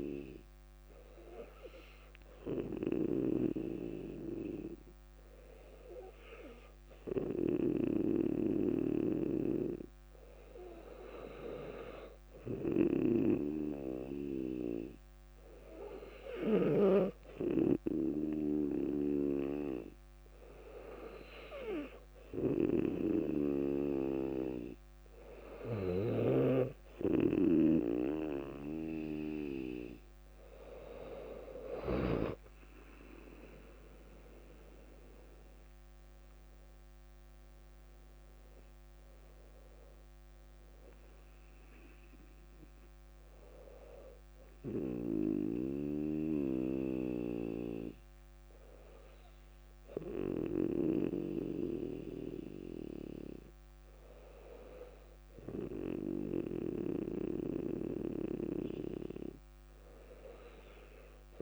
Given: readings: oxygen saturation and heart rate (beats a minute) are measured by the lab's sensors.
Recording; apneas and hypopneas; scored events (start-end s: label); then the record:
breathing in sleep by a microphone on the trachea; 1
6.50-27.00 s: hypopnea (oxygen 99% before, 97% lowest, heart rate 60 before, 55 extreme, up 2 after)
33.00-37.50 s: arousal
57.00-61.42 s: new sleep stage, N2 (light sleep)
From the record:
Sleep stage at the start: N1 (lightest sleep); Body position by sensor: on the back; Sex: female